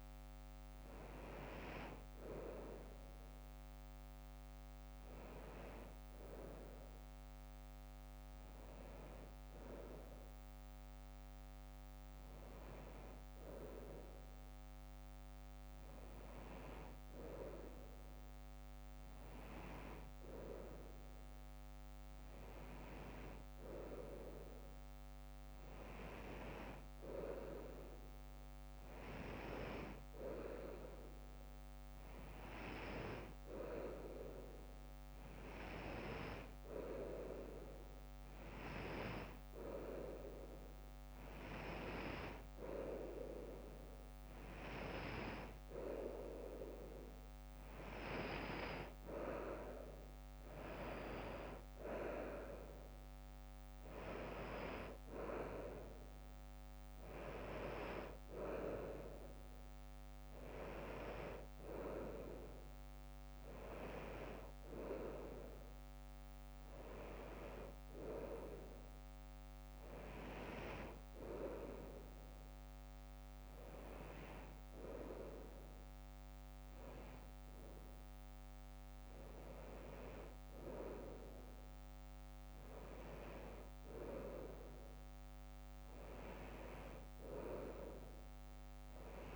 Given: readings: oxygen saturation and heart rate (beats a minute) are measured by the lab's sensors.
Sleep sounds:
breathing in sleep by a microphone on the trachea; none
0.00-4.00 s: oxygen desaturation (device-marked, oxygen 91% lowest, heart rate 53 extreme)
24.00-25.00 s: oxygen desaturation (device-marked, oxygen 98% before, 97% lowest, heart rate 57 before, 58 extreme)
From the record:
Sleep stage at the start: N2 (light sleep); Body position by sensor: on the front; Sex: female

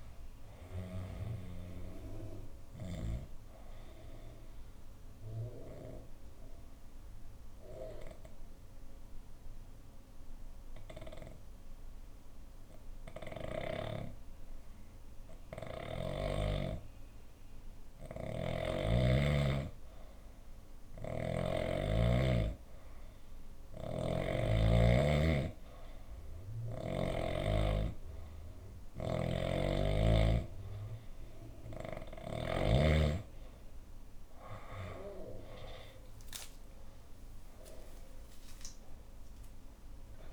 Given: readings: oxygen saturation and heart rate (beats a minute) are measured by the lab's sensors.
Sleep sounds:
breathing in sleep by a room microphone; none
0.00-9.00 s: oxygen desaturation (device-marked, oxygen 90% lowest, heart rate 57 extreme)
3.00-10.00 s: bradycardia (device-marked, heart rate 67 before, 57 extreme)
17.50-21.00 s: snoring (device-marked)
20.00-40.33 s: oxygen desaturation (device-marked, oxygen 98% before, 91% lowest, heart rate 63 before, 58 extreme)
23.00-26.50 s: snoring (device-marked)
28.50-32.00 s: snoring (device-marked)
35.00-40.33 s: arousal
From the record:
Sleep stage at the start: N2 (light sleep); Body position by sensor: on the left side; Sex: female

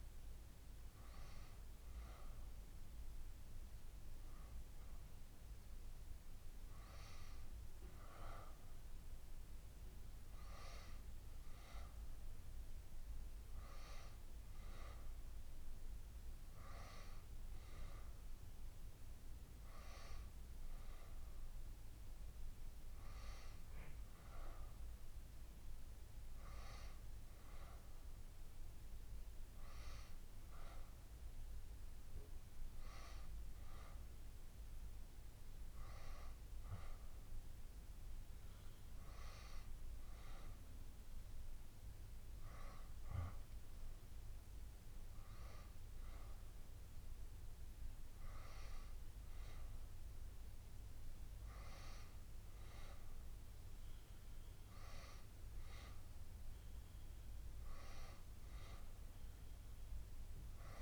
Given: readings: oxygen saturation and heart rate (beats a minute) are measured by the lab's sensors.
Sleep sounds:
breathing in sleep by a room microphone; none
none scored
From the record:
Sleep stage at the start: N2 (light sleep); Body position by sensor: on the back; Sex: female

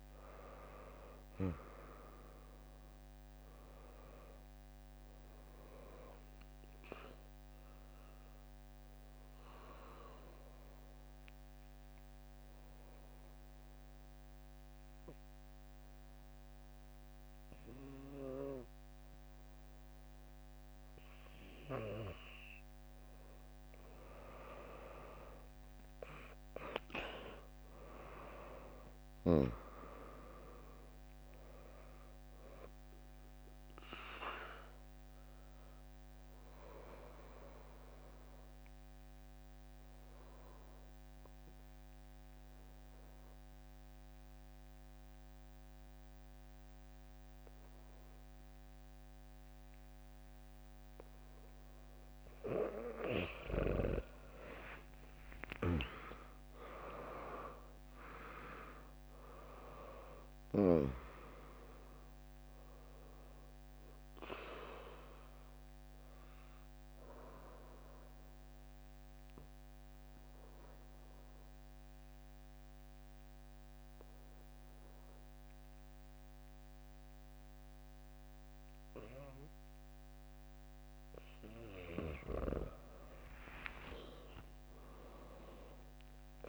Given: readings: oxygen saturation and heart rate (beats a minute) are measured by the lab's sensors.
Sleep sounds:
breathing in sleep by a microphone on the trachea; 3
0.50-18.50 s: drop in pulse transit time (device-marked, heart rate 70 before, 70 extreme)
10.00-22.00 s: obstructive apnea (oxygen 99% before, 95% lowest, heart rate 70 before, 59 extreme)
21.50-23.50 s: bradycardia (device-marked, heart rate 80 before, 66 extreme)
24.00-29.00 s: arousal
33.50-46.50 s: drop in pulse transit time (device-marked, heart rate 72 before, 81 extreme)
37.00-52.50 s: obstructive apnea (oxygen 100% before, 95% lowest, heart rate 72 before, 58 extreme, up 9 after)
49.50-51.50 s: bradycardia (device-marked, heart rate 79 before, 65 extreme)
55.00-58.50 s: arousal
56.50-77.50 s: oxygen desaturation (device-marked, oxygen 99% before, 95% lowest, heart rate 75 before, 58 extreme)
58.50-77.50 s: drop in pulse transit time (device-marked, heart rate 73 before, 67 extreme)
68.00-81.00 s: obstructive apnea (oxygen 99% before, 95% lowest, heart rate 70 before, 58 extreme)
80.50-83.50 s: bradycardia (device-marked, heart rate 78 before, 60 extreme)
83.00-86.49 s: arousal
From the record:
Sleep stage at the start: N2 (light sleep); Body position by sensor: on the back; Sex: female

